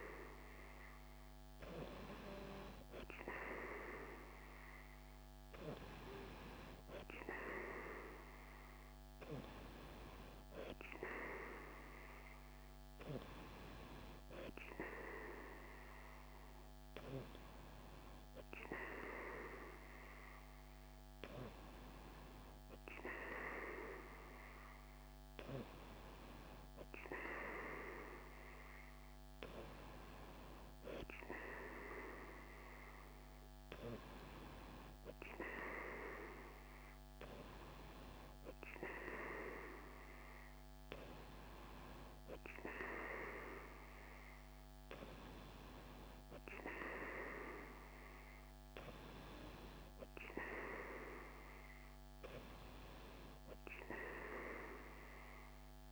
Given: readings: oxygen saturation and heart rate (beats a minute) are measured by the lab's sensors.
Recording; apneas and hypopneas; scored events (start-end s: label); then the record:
breathing in sleep by a microphone on the trachea; none
none scored
From the record:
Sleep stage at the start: N3 (deep sleep); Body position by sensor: on the right side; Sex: female